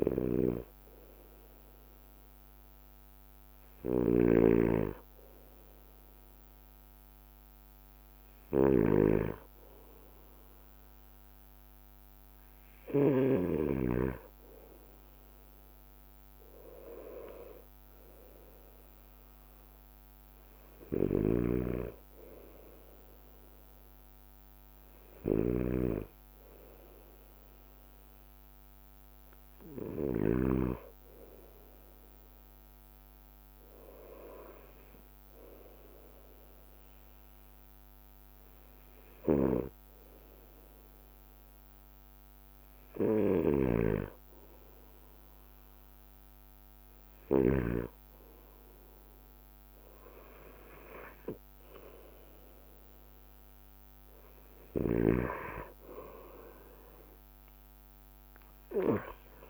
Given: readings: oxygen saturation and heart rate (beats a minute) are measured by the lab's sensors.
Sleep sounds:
breathing in sleep by a microphone on the trachea; none
0.00-13.50 s: snoring (device-marked)
1.00-14.00 s: bradycardia (device-marked, heart rate 58 before, 57 extreme)
20.00-49.00 s: bradycardia (device-marked, heart rate 58 before, 55 extreme)
21.00-31.00 s: snoring (device-marked)
33.00-42.00 s: drop in pulse transit time (device-marked, heart rate 58 before, 56 extreme)
39.50-48.00 s: snoring (device-marked)
50.00-59.50 s: bradycardia (device-marked, heart rate 58 before, 57 extreme)
57.00-59.50 s: drop in pulse transit time (device-marked, heart rate 57 before, 57 extreme)
From the record:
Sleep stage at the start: N2 (light sleep); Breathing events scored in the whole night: 130 in 4.3 hours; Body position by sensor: on the right side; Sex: male

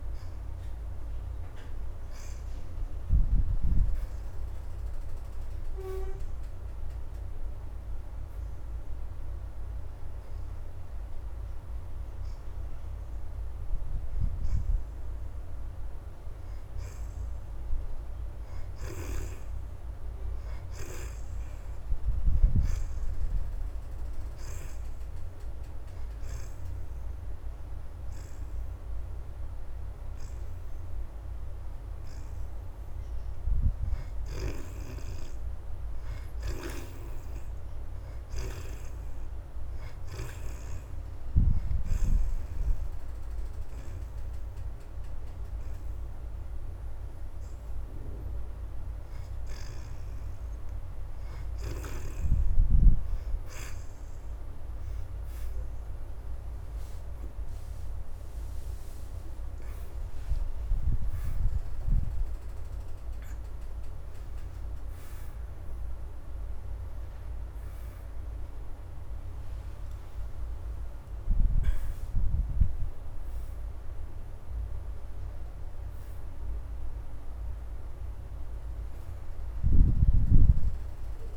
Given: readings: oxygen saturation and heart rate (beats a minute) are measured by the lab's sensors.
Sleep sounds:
breathing in sleep by a room microphone; 2
0.00-25.00 s: oxygen desaturation (device-marked, oxygen 54% lowest, heart rate 104 extreme)
25.00-35.00 s: hypopnea (oxygen 68% before, 54% lowest, heart rate 109 before, 106 extreme, up 5 after)
36.00-39.00 s: arousal
40.00-77.00 s: oxygen desaturation (device-marked, oxygen 69% before, 54% lowest, heart rate 111 before, 94 extreme)
41.50-51.50 s: hypopnea (oxygen 69% before, 54% lowest, heart rate 112 before, 106 extreme, up 22 after)
56.00-60.50 s: arousal
69.00-74.00 s: arousal
From the record:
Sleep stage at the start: N2 (light sleep); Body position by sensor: on the back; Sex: female

